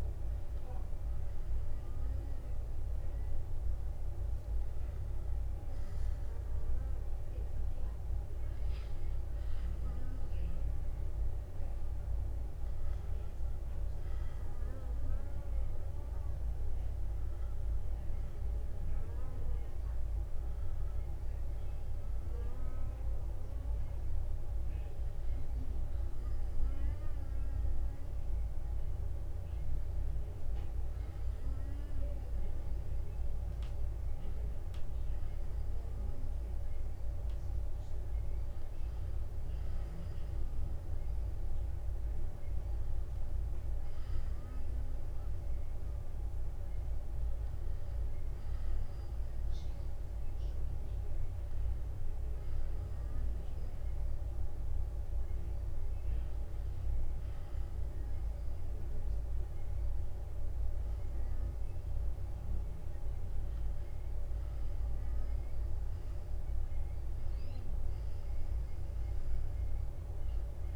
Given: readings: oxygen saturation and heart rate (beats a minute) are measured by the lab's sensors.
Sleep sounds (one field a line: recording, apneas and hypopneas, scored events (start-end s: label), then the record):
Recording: breathing in sleep, hard to hear, by a room microphone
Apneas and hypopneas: 1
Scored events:
0.50-2.50 s: long interval between heartbeats (device-marked, heart rate 58 before, 56 extreme)
7.50-11.00 s: arousal
13.50-24.50 s: hypopnea (oxygen 95% before, 93% lowest, heart rate 57 before, 52 extreme, up 10 after)
28.50-32.50 s: arousal
33.50-35.50 s: long interval between heartbeats (device-marked, heart rate 56 before, 57 extreme)
57.50-59.50 s: long interval between heartbeats (device-marked, heart rate 60 before, 56 extreme)
From the record:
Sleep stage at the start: N2 (light sleep)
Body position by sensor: on the back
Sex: male